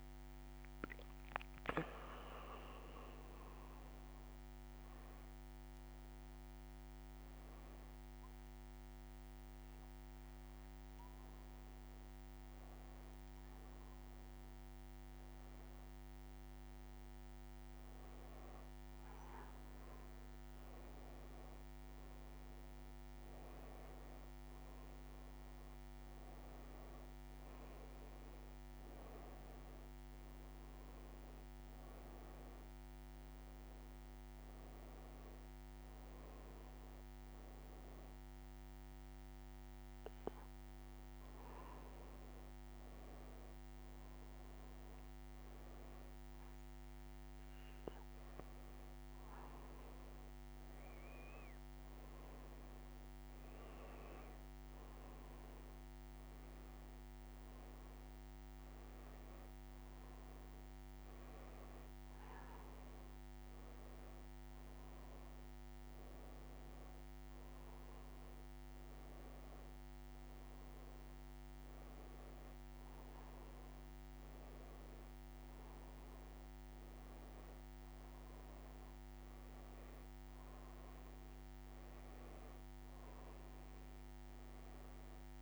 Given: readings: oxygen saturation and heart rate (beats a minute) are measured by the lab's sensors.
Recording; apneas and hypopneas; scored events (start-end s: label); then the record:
breathing in sleep, hard to hear, by a microphone on the trachea; 1
2.50-12.50 s: hypopnea (oxygen 95% before, 93% lowest, heart rate 73 before, 72 extreme, up 0 after)
16.00-20.00 s: arousal
From the record:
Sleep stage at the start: N2 (light sleep); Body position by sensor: on the back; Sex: female